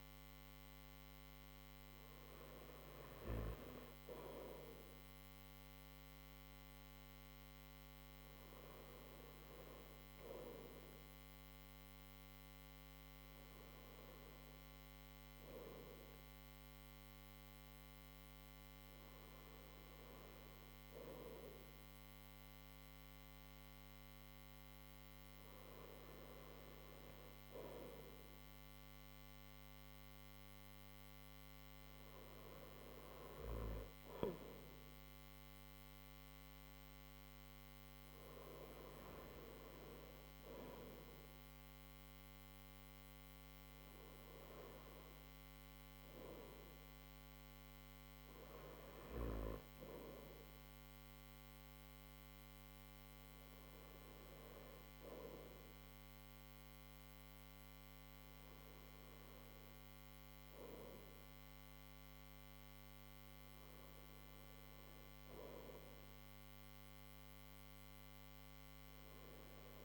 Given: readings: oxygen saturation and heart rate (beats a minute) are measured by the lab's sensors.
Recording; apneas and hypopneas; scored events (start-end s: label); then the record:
breathing in sleep by a microphone on the trachea; none
none scored
From the record:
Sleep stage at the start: N3 (deep sleep); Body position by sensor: on the right side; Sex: male